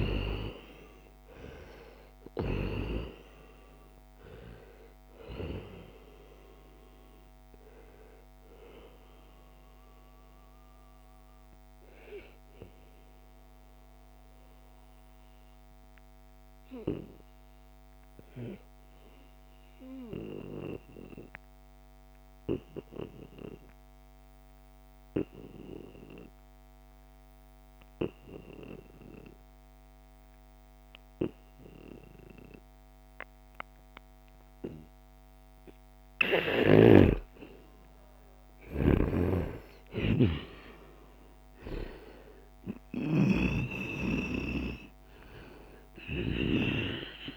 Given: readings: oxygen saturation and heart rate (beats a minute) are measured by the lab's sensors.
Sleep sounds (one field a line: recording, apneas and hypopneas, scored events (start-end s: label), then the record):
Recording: breathing in sleep by a microphone on the trachea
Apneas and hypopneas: 1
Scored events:
0.00-22.00 s: oxygen desaturation (device-marked, oxygen 88% lowest, heart rate 69 extreme)
10.00-35.00 s: mixed apnea (oxygen 98% before, 88% lowest, heart rate 76 before, 73 extreme, up 1 after)
37.00-42.50 s: arousal
37.00-47.37 s: oxygen desaturation (device-marked, oxygen 97% before, 90% lowest, heart rate 75 before, 72 extreme)
38.50-46.50 s: snoring (device-marked)
From the record:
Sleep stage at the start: N2 (light sleep)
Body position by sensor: on the right side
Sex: male